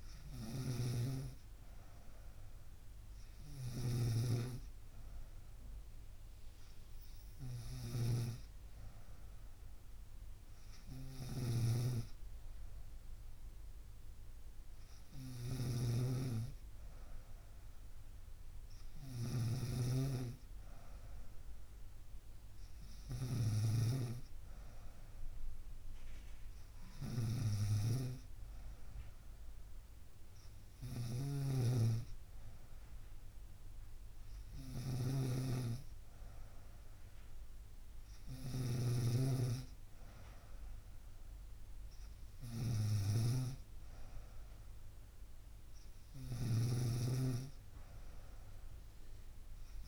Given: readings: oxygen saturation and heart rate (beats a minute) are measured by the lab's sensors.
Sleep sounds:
breathing in sleep by a room microphone; none
0.00-49.88 s: snoring (device-marked)
From the record:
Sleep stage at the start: N3 (deep sleep); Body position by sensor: on the right side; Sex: female

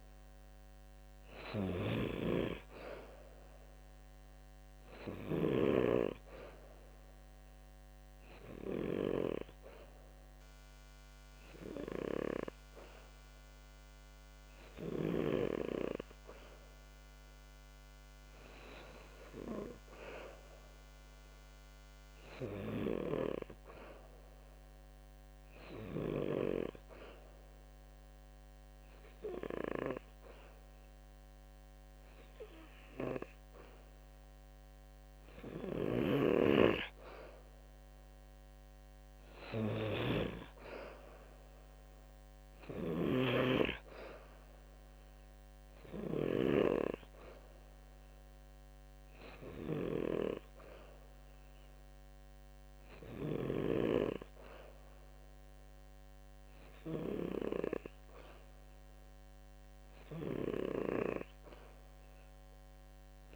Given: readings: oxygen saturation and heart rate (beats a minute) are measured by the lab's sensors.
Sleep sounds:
breathing in sleep by a microphone on the trachea; 1
0.00-5.00 s: snoring (device-marked)
20.00-23.00 s: arousal
26.50-37.50 s: hypopnea (oxygen 93% before, 91% lowest, heart rate 74 before, 72 extreme, up 3 after)
35.00-53.00 s: snoring (device-marked)
41.00-44.50 s: arousal
From the record:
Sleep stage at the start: N2 (light sleep); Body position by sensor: on the back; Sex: male

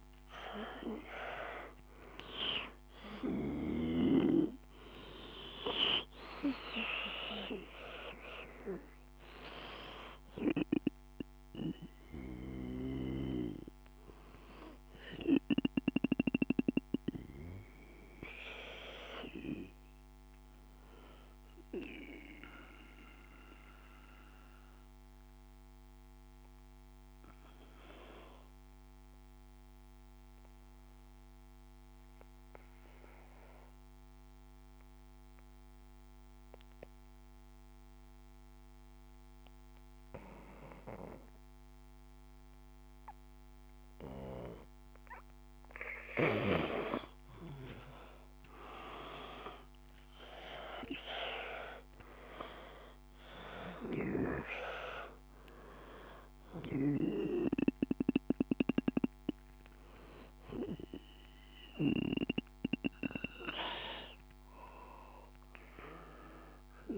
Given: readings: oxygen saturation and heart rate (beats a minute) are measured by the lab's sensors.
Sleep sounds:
breathing in sleep by a microphone on the trachea; 1
0.00-3.00 s: arousal
0.50-30.50 s: oxygen desaturation (device-marked, oxygen 97% before, 90% lowest, heart rate 54 before, 51 extreme)
21.50-44.00 s: obstructive apnea (oxygen 97% before, 90% lowest, heart rate 54 before, 53 extreme, up 4 after)
47.50-51.00 s: arousal
51.50-66.98 s: oxygen desaturation (device-marked, oxygen 97% before, 91% lowest, heart rate 56 before, 52 extreme)
From the record:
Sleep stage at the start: N2 (light sleep); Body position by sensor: on the back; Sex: male

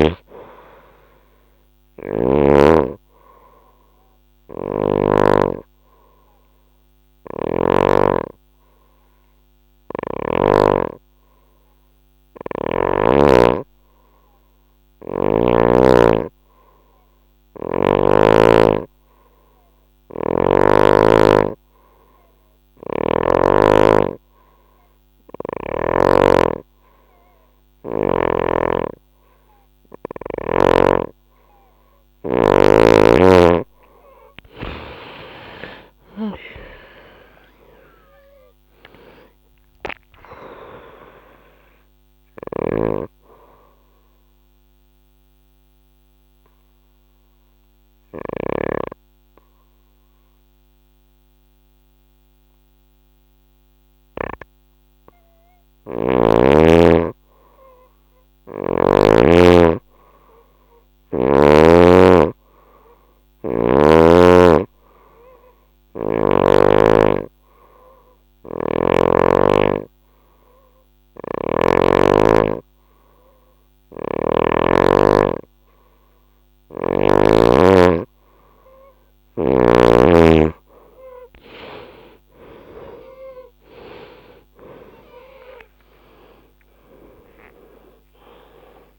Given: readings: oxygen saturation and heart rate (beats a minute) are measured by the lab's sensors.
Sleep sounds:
breathing in sleep by a microphone on the trachea; 3
0.00-5.00 s: snoring (device-marked)
2.50-30.00 s: hypopnea (oxygen 95% before, 90% lowest, heart rate 72 before, 61 extreme, up 6 after)
19.50-23.00 s: snoring (device-marked)
22.50-56.50 s: oxygen desaturation (device-marked, oxygen 97% before, 90% lowest, heart rate 69 before, 61 extreme)
34.50-38.50 s: arousal
42.00-48.00 s: snoring (device-marked)
42.00-54.50 s: obstructive apnea (oxygen 97% before, 90% lowest, heart rate 71 before, 61 extreme, up 9 after)
55.00-58.50 s: snoring (device-marked)
58.50-62.00 s: arousal
66.50-77.50 s: obstructive apnea (oxygen 99% before, 92% lowest, heart rate 66 before, 66 extreme, up 21 after)
68.00-71.50 s: snoring (device-marked)
68.50-88.99 s: oxygen desaturation (device-marked, oxygen 98% before, 92% lowest, heart rate 67 before, 66 extreme)
79.50-88.99 s: new sleep stage, awake
From the record:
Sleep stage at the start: N2 (light sleep); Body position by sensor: on the right side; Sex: female

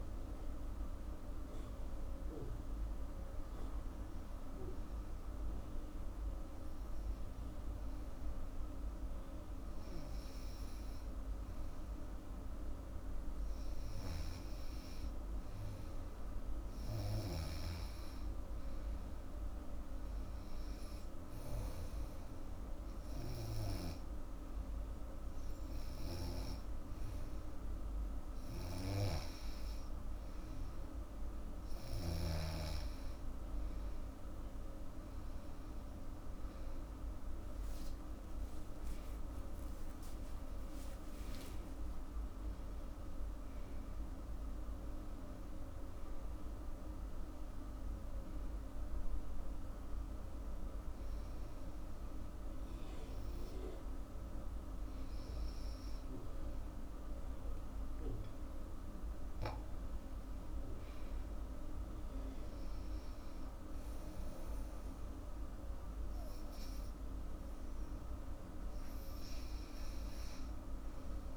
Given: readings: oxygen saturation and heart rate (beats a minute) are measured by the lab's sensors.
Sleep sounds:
breathing in sleep, hard to hear, by a room microphone; 3
3.50-15.00 s: hypopnea (oxygen 99% before, 94% lowest, heart rate 101 before, 83 extreme, up 4 after)
13.00-30.00 s: oxygen desaturation (device-marked, oxygen 99% before, 94% lowest, heart rate 91 before, 85 extreme)
18.00-21.00 s: arousal
24.00-34.50 s: hypopnea (oxygen 99% before, 94% lowest, heart rate 85 before, 84 extreme, up 17 after)
36.00-40.50 s: arousal
41.50-43.50 s: long interval between heartbeats (device-marked, heart rate 87 before, 102 extreme)
49.00-60.00 s: hypopnea (oxygen 97% before, 95% lowest, heart rate 94 before, 82 extreme, up 6 after)
From the record:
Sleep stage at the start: N2 (light sleep); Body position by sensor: on the back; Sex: female

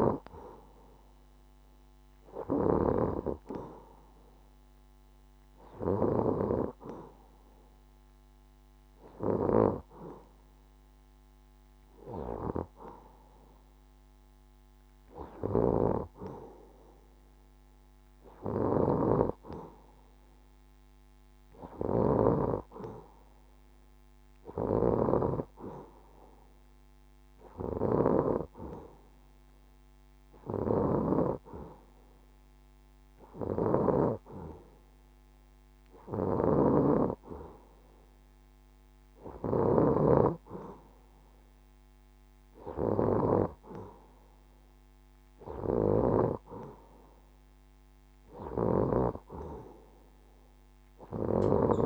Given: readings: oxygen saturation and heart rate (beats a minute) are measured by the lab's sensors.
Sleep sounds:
breathing in sleep by a microphone on the trachea; none
1.00-3.00 s: long interval between heartbeats (device-marked, heart rate 71 before, 71 extreme)
From the record:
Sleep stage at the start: N2 (light sleep); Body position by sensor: on the left side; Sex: female

